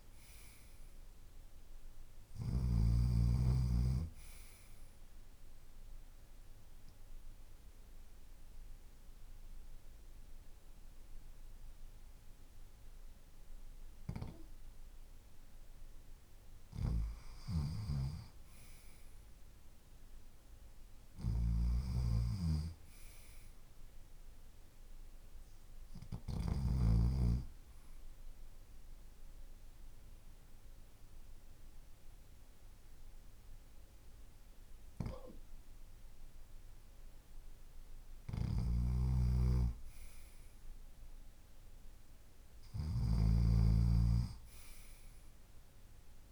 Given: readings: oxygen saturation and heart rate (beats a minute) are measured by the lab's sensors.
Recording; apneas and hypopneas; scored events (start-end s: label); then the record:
breathing in sleep by a room microphone; 2
0.00-2.50 s: snoring (device-marked)
5.00-16.00 s: obstructive apnea (oxygen 97% before, 93% lowest, heart rate 54 before, 49 extreme, up 5 after)
12.00-25.00 s: oxygen desaturation (device-marked, oxygen 96% before, 93% lowest, heart rate 54 before, 50 extreme)
19.50-23.50 s: arousal
21.00-26.00 s: snoring (device-marked)
28.00-38.50 s: obstructive apnea (oxygen 96% before, 93% lowest, heart rate 52 before, 50 extreme, up 4 after)
38.00-46.32 s: snoring (device-marked)
41.50-45.50 s: arousal
From the record:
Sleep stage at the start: REM sleep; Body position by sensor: on the left side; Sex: male